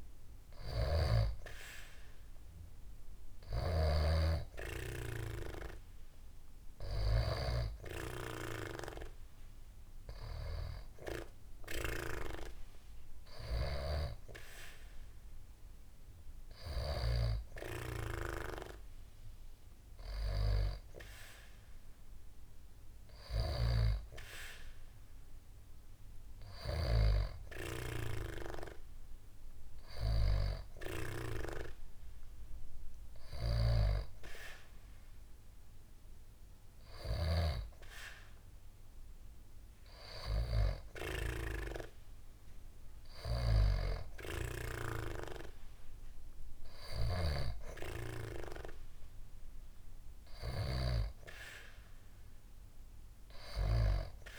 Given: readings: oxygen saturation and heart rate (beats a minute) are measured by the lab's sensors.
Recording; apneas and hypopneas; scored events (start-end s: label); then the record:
breathing in sleep by a room microphone; none
none scored
From the record:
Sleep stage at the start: N2 (light sleep); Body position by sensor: on the back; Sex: female